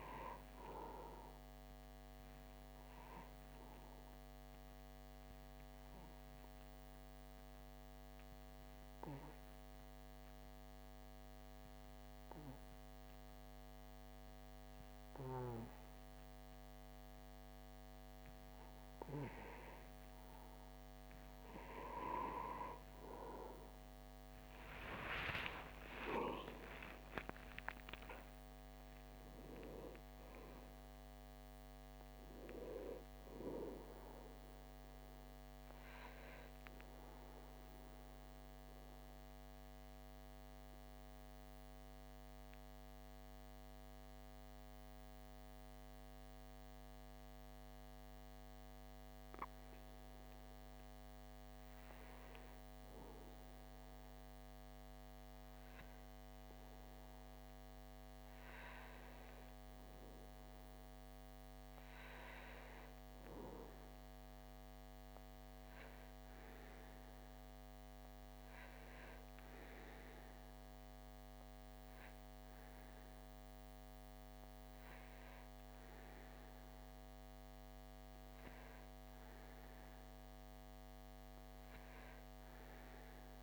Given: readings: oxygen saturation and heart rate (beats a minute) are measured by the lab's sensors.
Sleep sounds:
breathing in sleep by a microphone on the trachea; 2
0.00-5.50 s: oxygen desaturation (device-marked, oxygen 93% lowest)
1.50-21.00 s: obstructive apnea (oxygen 97% before, 92% lowest)
23.50-27.00 s: arousal
30.50-46.50 s: oxygen desaturation (device-marked, oxygen 95% before, 92% lowest)
37.00-49.50 s: obstructive apnea (oxygen 95% before, 92% lowest)
51.00-54.00 s: arousal
From the record:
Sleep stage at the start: N2 (light sleep); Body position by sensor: on the back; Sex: male

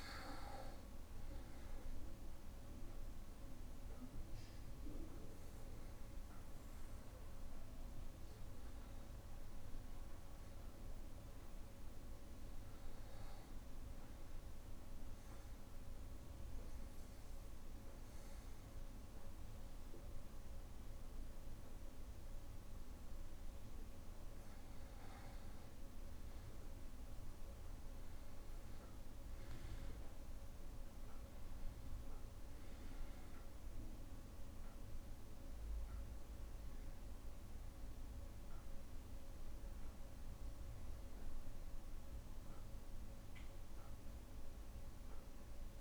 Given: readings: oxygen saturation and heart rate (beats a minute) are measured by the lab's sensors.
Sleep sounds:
breathing in sleep, hard to hear, by a room microphone; 1
14.50-25.50 s: obstructive apnea (oxygen 96% before, 91% lowest, heart rate 63 before, 62 extreme, up 1 after)
25.50-45.81 s: new sleep stage, N1 (lightest sleep)
26.00-31.00 s: arousal
33.50-45.81 s: oxygen desaturation (device-marked, oxygen 94% before, 91% lowest, heart rate 63 before, 62 extreme)
From the record:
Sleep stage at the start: N2 (light sleep); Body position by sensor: on the back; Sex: male

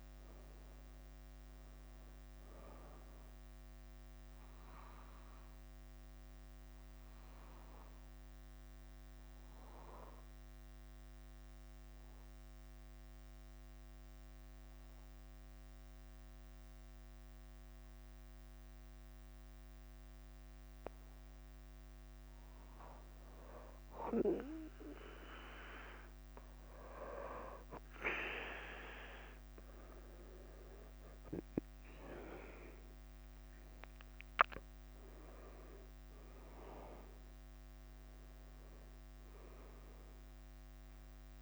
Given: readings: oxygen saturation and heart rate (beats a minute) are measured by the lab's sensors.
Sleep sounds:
breathing in sleep by a microphone on the trachea; 1
0.00-2.00 s: oxygen desaturation (device-marked, oxygen 93% lowest, heart rate 48 extreme)
0.00-41.42 s: bradycardia (device-marked, heart rate 42 extreme)
5.00-22.00 s: obstructive apnea (oxygen 98% before, 94% lowest, heart rate 54 before, 48 extreme, up 4 after)
24.50-28.00 s: arousal
From the record:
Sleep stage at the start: N2 (light sleep); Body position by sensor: on the back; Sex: male

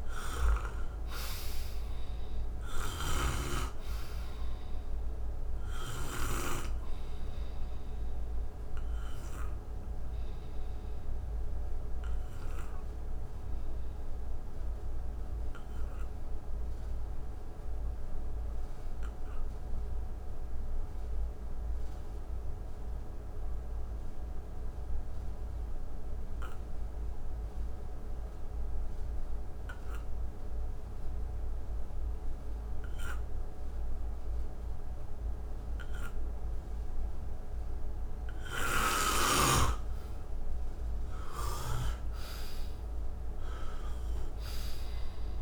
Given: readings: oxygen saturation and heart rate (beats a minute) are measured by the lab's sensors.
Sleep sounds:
breathing in sleep by a room microphone; 1
0.00-20.00 s: oxygen desaturation (device-marked, oxygen 84% lowest, heart rate 57 extreme)
2.50-6.00 s: snoring (device-marked)
9.50-39.50 s: obstructive apnea (oxygen 98% before, 84% lowest, heart rate 67 before, 57 extreme, up 12 after)
33.00-45.42 s: oxygen desaturation (device-marked, oxygen 98% before, 86% lowest, heart rate 61 before, 57 extreme)
38.50-42.00 s: snoring (device-marked)
41.00-45.42 s: arousal
From the record:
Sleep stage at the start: N2 (light sleep); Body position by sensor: on the right side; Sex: male

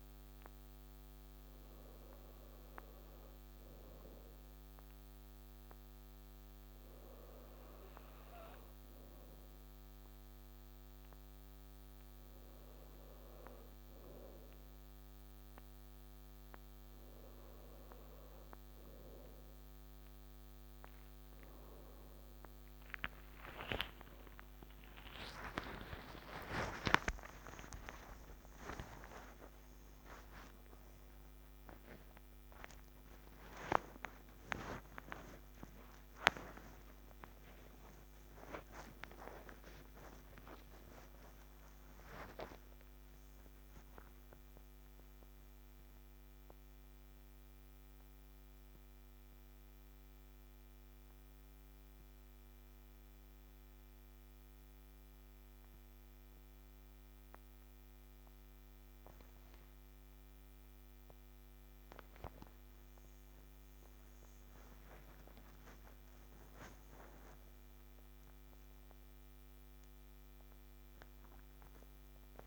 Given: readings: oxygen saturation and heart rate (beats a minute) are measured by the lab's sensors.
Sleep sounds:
a person awake in a sleep study, by a microphone on the trachea; none
32.00-72.47 s: new sleep stage, awake
From the record:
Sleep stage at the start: N2 (light sleep); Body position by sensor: on the back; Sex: female

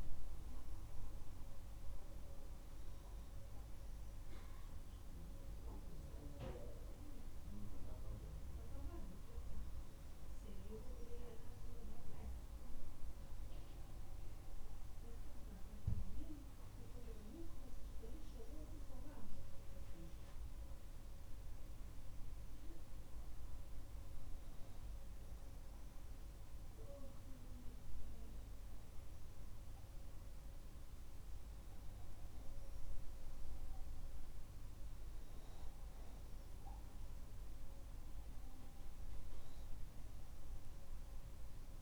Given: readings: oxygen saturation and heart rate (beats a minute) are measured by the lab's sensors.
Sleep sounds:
a person partly awake in a sleep study, by a room microphone; none
6.00-36.00 s: new sleep stage, N1 (lightest sleep)
36.00-41.82 s: new sleep stage, N2 (light sleep)
From the record:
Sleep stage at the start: awake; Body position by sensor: on the right side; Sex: male

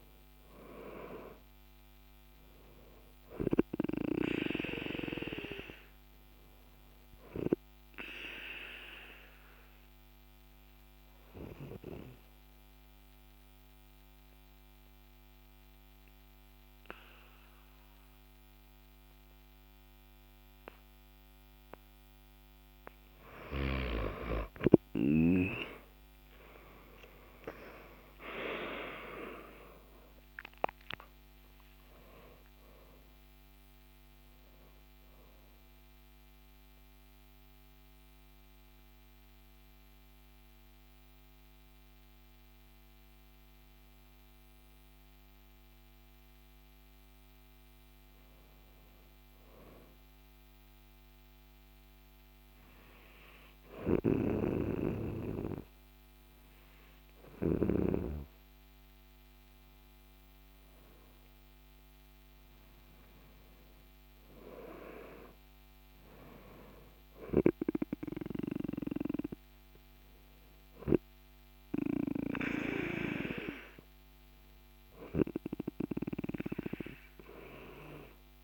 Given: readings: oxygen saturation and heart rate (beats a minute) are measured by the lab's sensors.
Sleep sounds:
breathing in sleep by a microphone on the trachea; 2
0.00-1.50 s: oxygen desaturation (device-marked, oxygen 94% lowest, heart rate 49 extreme)
8.00-22.50 s: obstructive apnea (oxygen 97% before, 95% lowest, heart rate 55 before, 49 extreme)
23.50-31.50 s: oxygen desaturation (device-marked, oxygen 99% before, 96% lowest, heart rate 51 before, 53 extreme)
26.50-31.50 s: arousal
50.00-62.50 s: hypopnea (oxygen 99% before, 94% lowest, heart rate 86 before, 52 extreme, up 8 after)
54.50-66.50 s: oxygen desaturation (device-marked, oxygen 98% before, 95% lowest, heart rate 65 before, 52 extreme)
64.50-67.50 s: arousal
From the record:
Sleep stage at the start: N2 (light sleep); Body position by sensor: on the back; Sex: male

